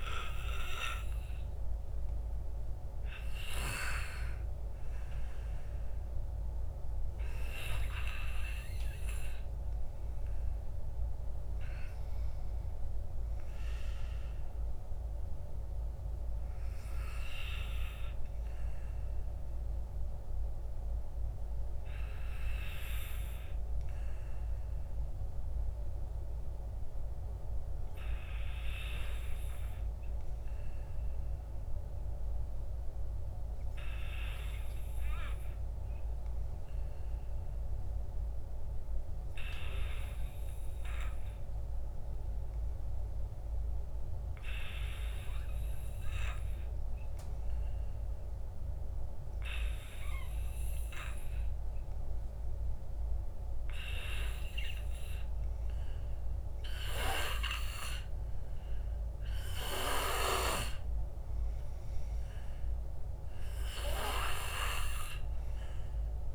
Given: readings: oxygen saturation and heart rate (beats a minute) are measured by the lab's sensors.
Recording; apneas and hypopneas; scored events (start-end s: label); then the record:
breathing in sleep by a room microphone; 1
2.00-6.00 s: arousal
40.50-57.50 s: hypopnea (oxygen 97% before, 94% lowest, heart rate 50 before, 53 extreme, up 10 after)
60.00-64.50 s: arousal
From the record:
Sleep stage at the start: N2 (light sleep); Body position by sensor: on the back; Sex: male